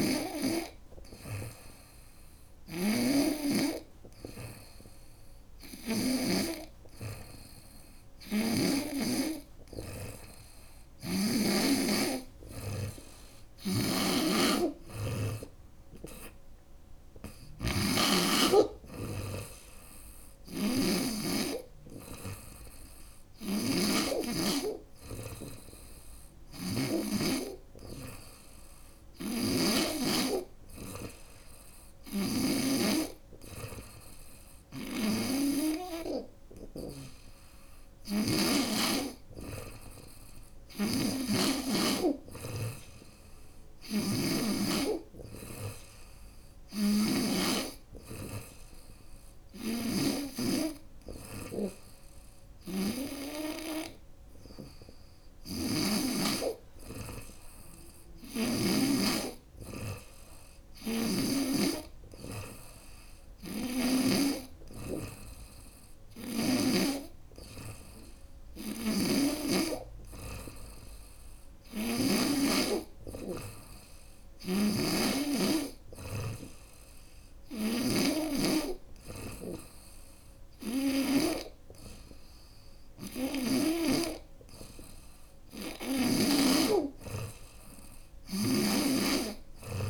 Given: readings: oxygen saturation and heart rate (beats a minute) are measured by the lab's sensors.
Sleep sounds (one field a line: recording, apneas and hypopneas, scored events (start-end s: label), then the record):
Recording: breathing in sleep by a room microphone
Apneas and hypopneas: none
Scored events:
0.00-5.50 s: snoring (device-marked)
12.50-20.50 s: snoring (device-marked)
22.50-32.00 s: snoring (device-marked)
34.00-38.00 s: snoring (device-marked)
40.00-52.50 s: snoring (device-marked)
54.50-58.00 s: snoring (device-marked)
60.00-63.50 s: snoring (device-marked)
68.00-71.50 s: snoring (device-marked)
73.50-85.50 s: snoring (device-marked)
87.50-89.90 s: snoring (device-marked)
From the record:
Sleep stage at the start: N2 (light sleep)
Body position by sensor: on the front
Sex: female